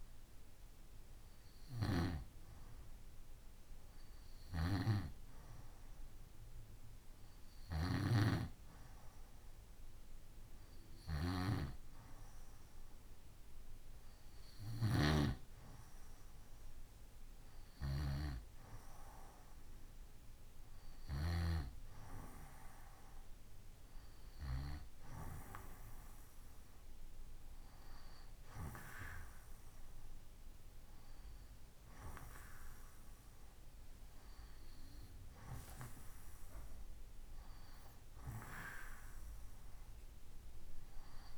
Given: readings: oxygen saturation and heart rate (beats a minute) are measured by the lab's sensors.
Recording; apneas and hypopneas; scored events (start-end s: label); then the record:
breathing in sleep by a room microphone; none
0.00-21.00 s: snoring (device-marked)
From the record:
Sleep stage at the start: N2 (light sleep); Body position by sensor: on the right side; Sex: male